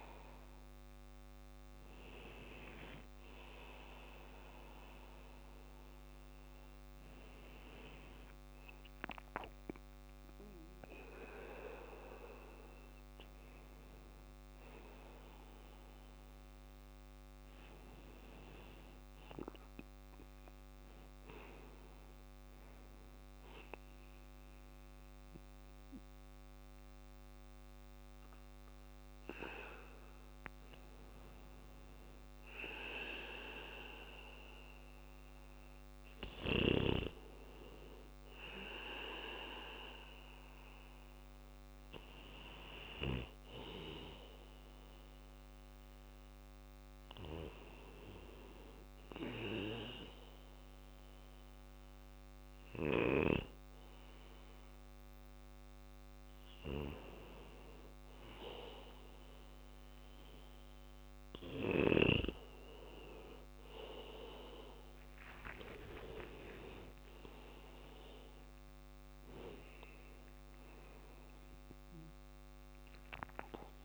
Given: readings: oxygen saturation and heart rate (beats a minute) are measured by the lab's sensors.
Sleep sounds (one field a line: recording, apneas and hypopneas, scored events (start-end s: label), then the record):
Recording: a person partly awake in a sleep study, by a microphone on the trachea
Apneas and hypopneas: none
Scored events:
14.50-73.85 s: new sleep stage, N2 (light sleep)
15.50-53.50 s: bradycardia (device-marked, heart rate 59 before, 56 extreme)
56.50-61.50 s: bradycardia (device-marked, heart rate 59 before, 59 extreme)
64.00-68.50 s: arousal
From the record:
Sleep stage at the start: awake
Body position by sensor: on the back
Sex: male